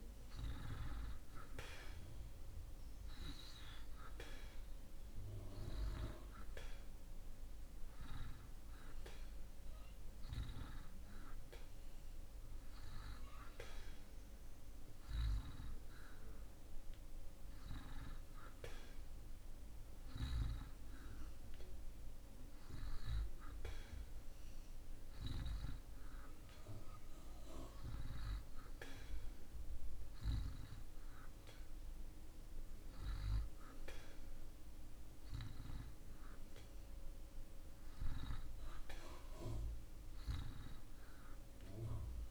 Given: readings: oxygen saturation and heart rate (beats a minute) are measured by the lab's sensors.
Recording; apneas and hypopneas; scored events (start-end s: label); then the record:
breathing in sleep by a room microphone; none
none scored
From the record:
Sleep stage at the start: N2 (light sleep); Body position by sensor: on the back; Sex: male